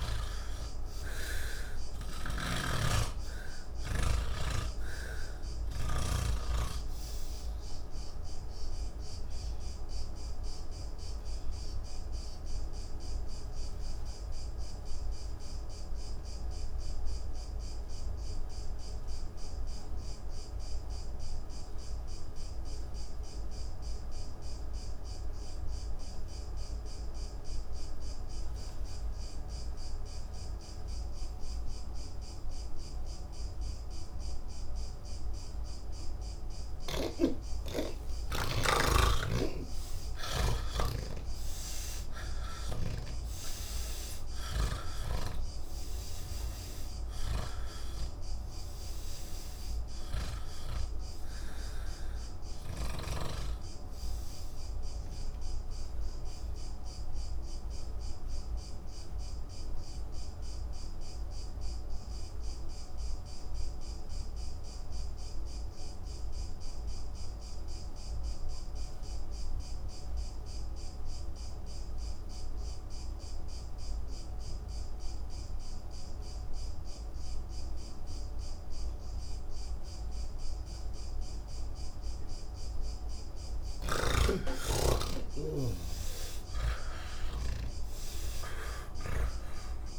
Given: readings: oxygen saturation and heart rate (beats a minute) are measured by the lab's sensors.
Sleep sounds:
breathing in sleep by a room microphone; 2
0.00-21.50 s: oxygen desaturation (device-marked, oxygen 81% lowest)
2.50-6.50 s: snoring (device-marked)
13.50-38.00 s: obstructive apnea (oxygen 99% before, 80% lowest)
32.50-66.50 s: oxygen desaturation (device-marked, oxygen 99% before, 80% lowest, heart rate 67 before, 28 extreme)
39.00-43.00 s: snoring (device-marked)
56.00-78.50 s: obstructive apnea (oxygen 98% before, 80% lowest, heart rate 117 before, 28 extreme, up 50 after)
78.50-89.99 s: oxygen desaturation (device-marked, oxygen 99% before, 81% lowest, heart rate 107 before, 28 extreme)
From the record:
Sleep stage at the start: N1 (lightest sleep); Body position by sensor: on the back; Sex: male

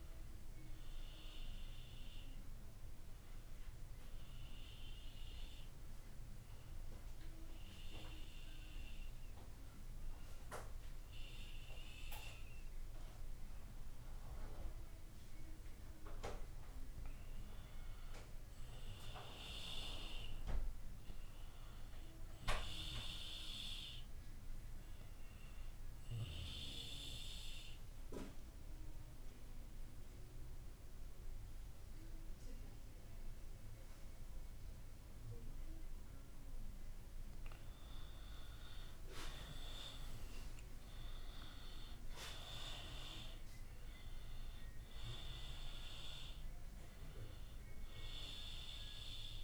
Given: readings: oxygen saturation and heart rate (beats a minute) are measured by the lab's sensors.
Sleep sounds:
breathing in sleep by a room microphone; 2
0.00-1.50 s: oxygen desaturation (device-marked, oxygen 90% lowest)
0.00-2.00 s: arousal
4.00-16.00 s: hypopnea (oxygen 94% before, 87% lowest)
7.50-37.50 s: new sleep stage, N2 (light sleep)
18.50-21.50 s: arousal
25.00-37.50 s: obstructive apnea (oxygen 94% before, 87% lowest)
28.50-39.50 s: oxygen desaturation (device-marked, oxygen 94% before, 89% lowest)
37.50-49.44 s: new sleep stage, N1 (lightest sleep)
38.50-43.00 s: arousal
From the record:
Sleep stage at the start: N1 (lightest sleep); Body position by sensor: on the back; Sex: female

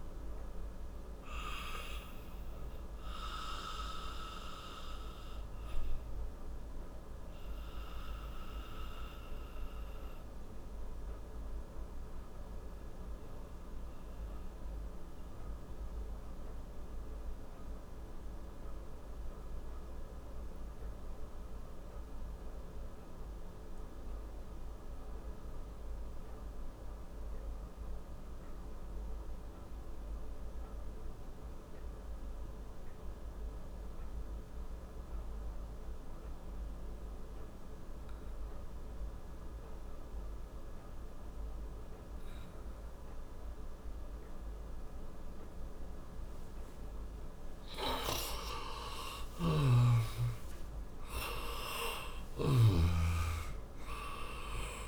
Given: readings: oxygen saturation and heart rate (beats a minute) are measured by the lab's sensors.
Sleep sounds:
breathing in sleep by a room microphone; 1
0.00-22.50 s: oxygen desaturation (device-marked, oxygen 86% lowest, heart rate 56 extreme)
2.50-45.00 s: obstructive apnea (oxygen 97% before, 84% lowest, heart rate 70 before, 56 extreme, up 13 after)
42.50-54.88 s: oxygen desaturation (device-marked, oxygen 97% before, 84% lowest, heart rate 60 before, 55 extreme)
48.00-53.00 s: arousal
49.00-52.50 s: snoring (device-marked)
From the record:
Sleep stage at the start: N2 (light sleep); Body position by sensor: on the back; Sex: male

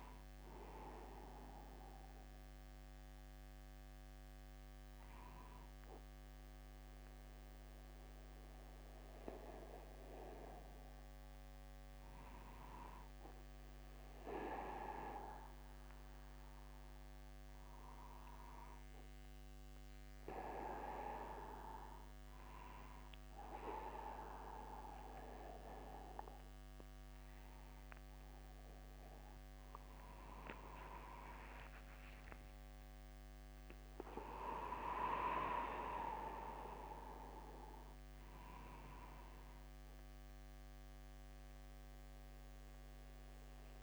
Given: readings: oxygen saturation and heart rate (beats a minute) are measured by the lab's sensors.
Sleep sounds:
a person awake in a sleep study, by a microphone on the trachea; none
28.00-30.00 s: long interval between heartbeats (device-marked, heart rate 54 before, 84 extreme)
30.50-32.50 s: long interval between heartbeats (device-marked, heart rate 57 before, 101 extreme)
From the record:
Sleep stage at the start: awake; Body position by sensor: upright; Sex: male

